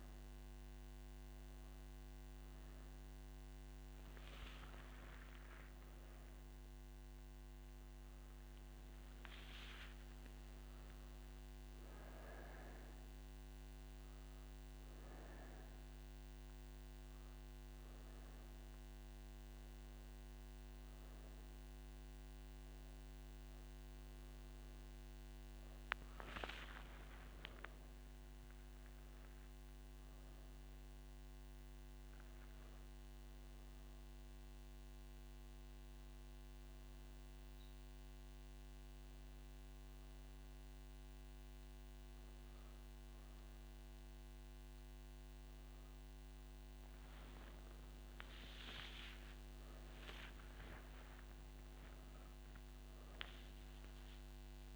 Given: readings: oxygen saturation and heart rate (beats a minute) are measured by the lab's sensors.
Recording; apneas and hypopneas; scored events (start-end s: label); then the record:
breathing in sleep by a microphone on the trachea; none
none scored
From the record:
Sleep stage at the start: N1 (lightest sleep); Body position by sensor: on the right side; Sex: female